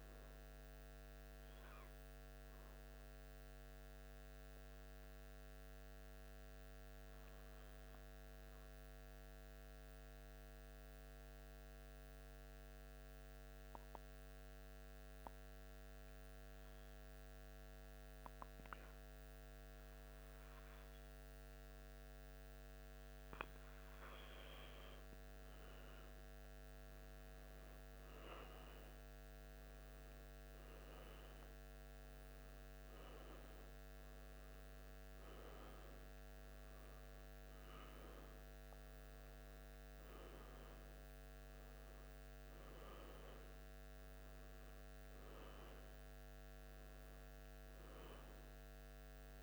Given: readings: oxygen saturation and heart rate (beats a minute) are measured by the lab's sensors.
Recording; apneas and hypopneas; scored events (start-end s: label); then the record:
breathing in sleep, hard to hear, by a microphone on the trachea; 1
7.50-25.00 s: mixed apnea (oxygen 95% before, 92% lowest, heart rate 75 before, 75 extreme, up 0 after)
26.50-31.00 s: arousal
From the record:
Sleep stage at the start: N2 (light sleep); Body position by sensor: on the back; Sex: male